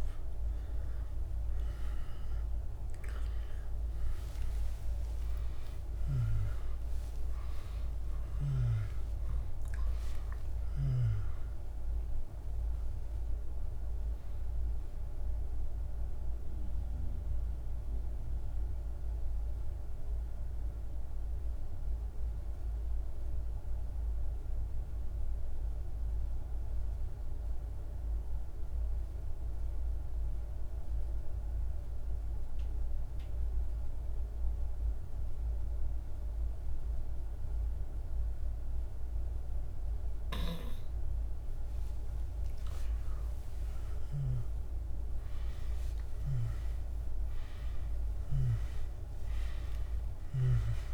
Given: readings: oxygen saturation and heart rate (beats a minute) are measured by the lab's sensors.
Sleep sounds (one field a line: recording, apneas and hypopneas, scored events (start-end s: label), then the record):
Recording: breathing in sleep, hard to hear, by a room microphone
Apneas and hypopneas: 1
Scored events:
0.00-16.50 s: oxygen desaturation (device-marked, oxygen 91% lowest, heart rate 48 extreme)
3.00-9.00 s: arousal
15.00-41.00 s: mixed apnea (oxygen 98% before, 88% lowest, heart rate 75 before, 47 extreme, up 20 after)
23.50-50.94 s: new sleep stage, N1 (lightest sleep)
41.50-50.94 s: oxygen desaturation (device-marked, oxygen 100% before, 88% lowest, heart rate 49 before, 45 extreme)
42.00-48.00 s: arousal
From the record:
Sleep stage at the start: N2 (light sleep)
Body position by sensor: on the back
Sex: male